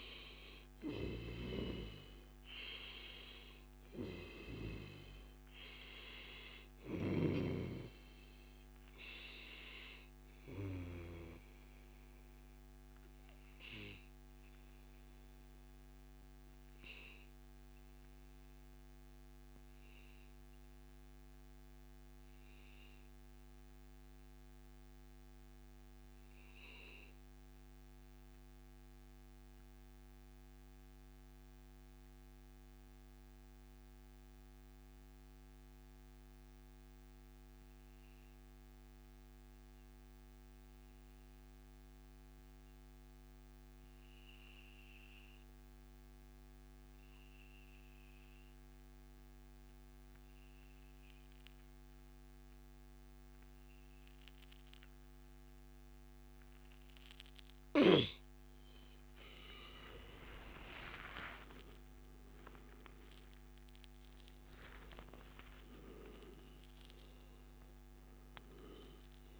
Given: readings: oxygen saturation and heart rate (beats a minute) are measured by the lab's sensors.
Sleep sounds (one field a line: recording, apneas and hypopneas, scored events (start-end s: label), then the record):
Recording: breathing in sleep by a microphone on the trachea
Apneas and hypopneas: 1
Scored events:
0.00-11.00 s: oxygen desaturation (device-marked, oxygen 94% lowest, heart rate 97 extreme)
5.00-7.00 s: long interval between heartbeats (device-marked, heart rate 111 before, 114 extreme)
16.00-55.50 s: obstructive apnea (oxygen 97% before, 91% lowest, heart rate 111 before, 96 extreme, up 33 after)
27.50-29.50 s: long interval between heartbeats (device-marked, heart rate 111 before, 100 extreme)
31.50-33.50 s: long interval between heartbeats (device-marked, heart rate 109 before, 97 extreme)
49.00-69.40 s: oxygen desaturation (device-marked, oxygen 98% before, 91% lowest, heart rate 105 before, 103 extreme)
49.50-51.50 s: long interval between heartbeats (device-marked, heart rate 105 before, 120 extreme)
59.00-64.00 s: arousal
59.50-61.50 s: long interval between heartbeats (device-marked, heart rate 110 before, 120 extreme)
From the record:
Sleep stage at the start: N2 (light sleep)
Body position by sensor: on the back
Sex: male